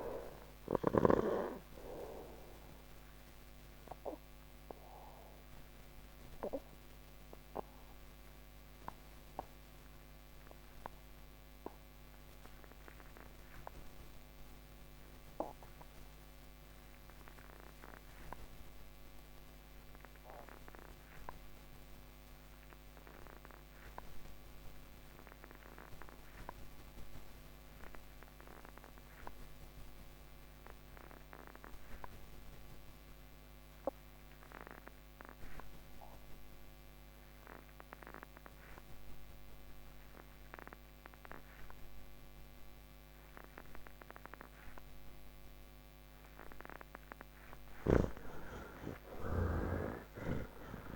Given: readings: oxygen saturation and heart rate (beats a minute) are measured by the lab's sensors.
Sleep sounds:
breathing in sleep by a microphone on the trachea; none
0.00-19.50 s: oxygen desaturation (device-marked, oxygen 67% lowest, heart rate 78 extreme)
33.50-50.96 s: oxygen desaturation (device-marked, oxygen 94% before, 67% lowest, heart rate 144 before, 46 extreme)
From the record:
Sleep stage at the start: N3 (deep sleep); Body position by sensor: on the back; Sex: male

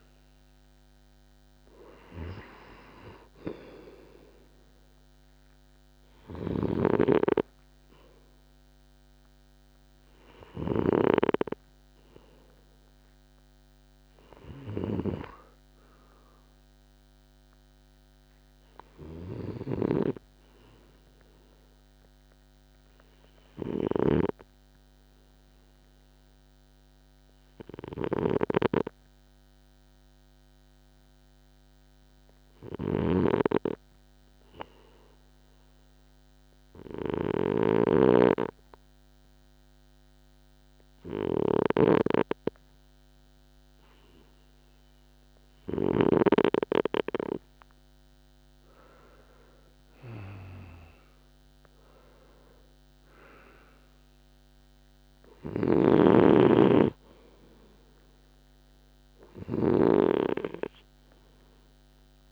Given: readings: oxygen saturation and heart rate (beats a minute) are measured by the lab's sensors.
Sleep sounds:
breathing in sleep by a microphone on the trachea; 1
0.00-19.00 s: oxygen desaturation (device-marked, oxygen 89% lowest, heart rate 53 extreme)
18.00-21.00 s: arousal
23.00-45.00 s: obstructive apnea (oxygen 97% before, 92% lowest, heart rate 57 before, 53 extreme, up 4 after)
27.50-46.00 s: snoring (device-marked)
45.00-62.32 s: oxygen desaturation (device-marked, oxygen 97% before, 92% lowest, heart rate 57 before, 52 extreme)
48.50-52.50 s: arousal
55.00-62.32 s: snoring (device-marked)
From the record:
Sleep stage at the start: N2 (light sleep); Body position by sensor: on the right side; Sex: male

